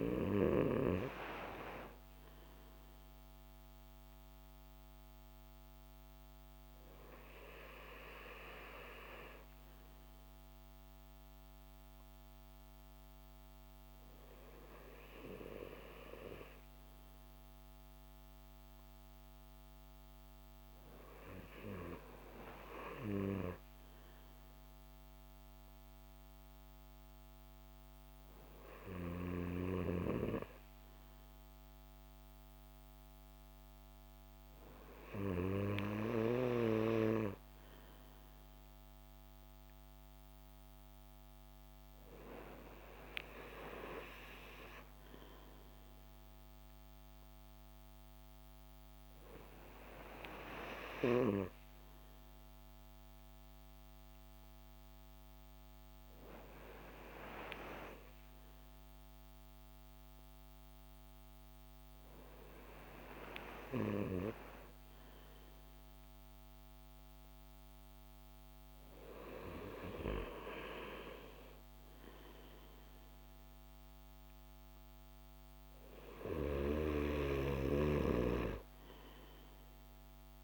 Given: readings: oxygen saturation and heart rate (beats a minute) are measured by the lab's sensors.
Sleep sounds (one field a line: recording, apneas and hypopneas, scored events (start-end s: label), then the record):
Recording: breathing in sleep by a microphone on the trachea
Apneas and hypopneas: none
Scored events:
none scored
From the record:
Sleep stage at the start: N2 (light sleep)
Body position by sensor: on the back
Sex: male